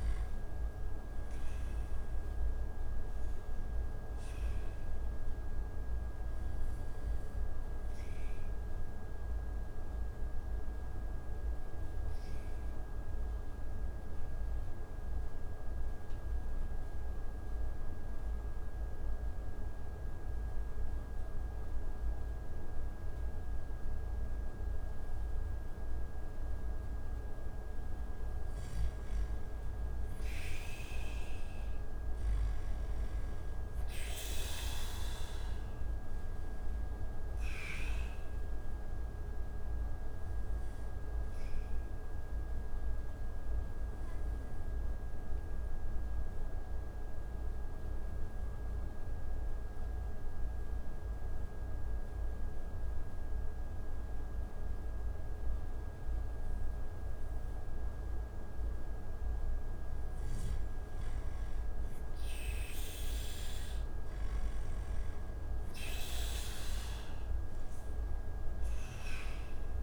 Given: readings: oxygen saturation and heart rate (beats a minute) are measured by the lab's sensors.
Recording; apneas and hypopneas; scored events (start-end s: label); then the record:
breathing in sleep, hard to hear, by a room microphone; 2
9.50-26.50 s: obstructive apnea (oxygen 97% before, 88% lowest)
10.50-24.50 s: oxygen desaturation (device-marked, oxygen 96% before, 91% lowest)
29.50-34.00 s: arousal
36.50-58.50 s: oxygen desaturation (device-marked, oxygen 97% before, 89% lowest)
39.00-56.50 s: obstructive apnea (oxygen 97% before, 88% lowest)
61.50-64.00 s: arousal
From the record:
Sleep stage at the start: N2 (light sleep); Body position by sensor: on the back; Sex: male